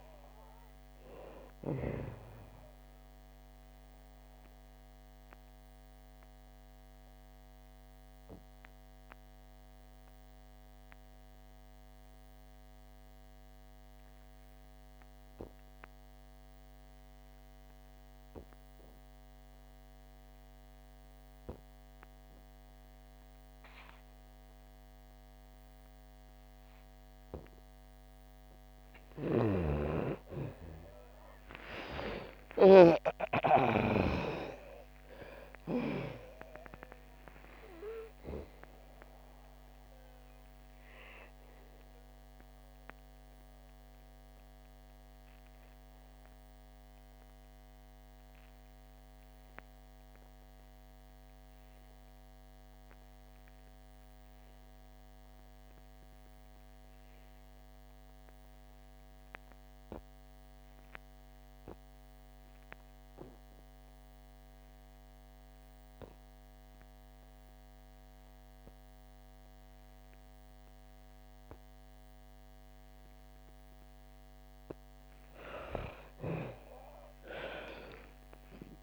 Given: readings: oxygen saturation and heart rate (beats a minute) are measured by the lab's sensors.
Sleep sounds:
breathing in sleep by a microphone on the trachea; 2
0.00-23.00 s: oxygen desaturation (device-marked, oxygen 66% lowest, heart rate 50 extreme)
3.50-28.00 s: mixed apnea (oxygen 96% before, 66% lowest, heart rate 77 before, 62 extreme, up 12 after)
29.00-33.00 s: snoring (device-marked)
29.00-59.00 s: oxygen desaturation (device-marked, oxygen 97% before, 68% lowest, heart rate 66 before, 47 extreme)
30.00-34.50 s: arousal
38.50-74.50 s: obstructive apnea (oxygen 97% before, 64% lowest, heart rate 71 before, 46 extreme, up 16 after)
61.00-78.83 s: oxygen desaturation (device-marked, oxygen 97% before, 64% lowest, heart rate 66 before, 46 extreme)
75.50-78.83 s: arousal
From the record:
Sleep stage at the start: N2 (light sleep); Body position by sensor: on the back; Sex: female

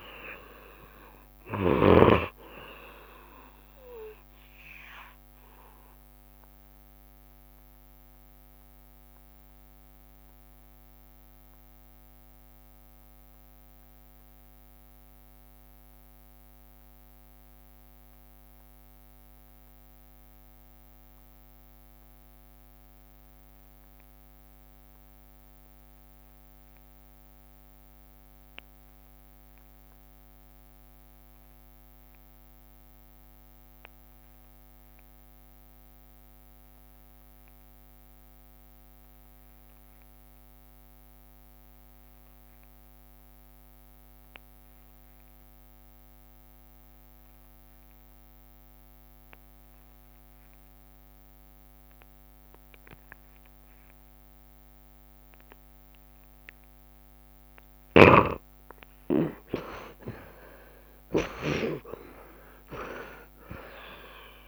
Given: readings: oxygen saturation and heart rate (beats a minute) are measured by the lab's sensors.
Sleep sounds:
breathing in sleep by a microphone on the trachea; 1
0.00-21.50 s: oxygen desaturation (device-marked, oxygen 65% lowest, heart rate 66 extreme)
5.50-57.00 s: obstructive apnea (oxygen 79% before, 65% lowest, heart rate 82 before, 66 extreme, up 37 after)
10.00-12.00 s: long interval between heartbeats (device-marked, heart rate 83 before, 80 extreme)
23.50-64.48 s: oxygen desaturation (device-marked, oxygen 90% before, 68% lowest, heart rate 75 before, 70 extreme)
54.50-56.50 s: long interval between heartbeats (device-marked, heart rate 73 before, 91 extreme)
55.50-57.50 s: tachycardia (device-marked, heart rate 77 before, 92 extreme)
58.00-62.00 s: snoring (device-marked)
58.50-61.50 s: arousal
59.00-61.00 s: long interval between heartbeats (device-marked, heart rate 77 before, 106 extreme)
From the record:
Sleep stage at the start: N2 (light sleep); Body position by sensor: on the back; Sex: male

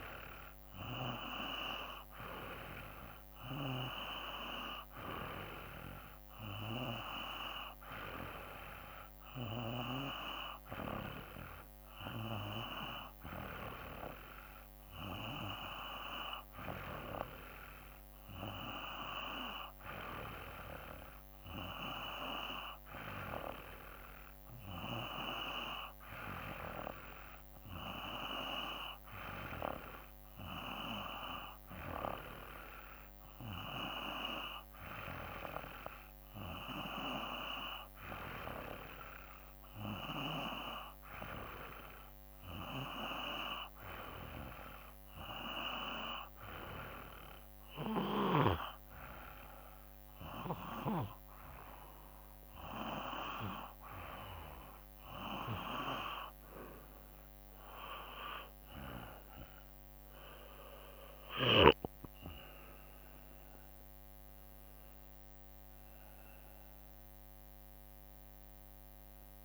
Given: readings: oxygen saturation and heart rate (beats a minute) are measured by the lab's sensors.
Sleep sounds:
breathing in sleep by a microphone on the trachea; none
0.00-10.00 s: oxygen desaturation (device-marked, oxygen 91% lowest, heart rate 55 extreme)
From the record:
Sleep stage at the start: N2 (light sleep); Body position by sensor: on the back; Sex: male

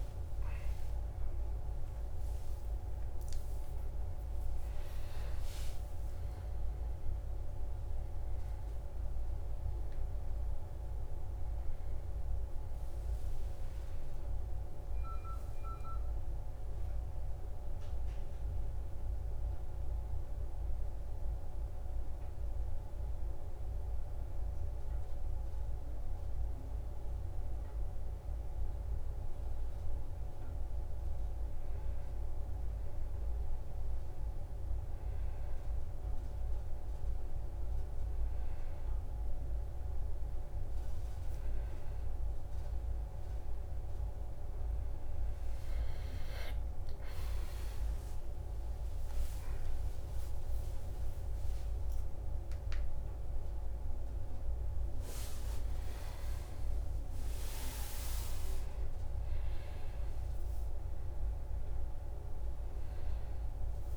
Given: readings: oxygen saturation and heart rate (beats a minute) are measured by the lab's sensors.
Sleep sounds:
a person awake in a sleep study, hard to hear, by a room microphone; none
48.50-63.97 s: new sleep stage, N1 (lightest sleep)
From the record:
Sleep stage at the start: awake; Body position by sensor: on the back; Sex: male

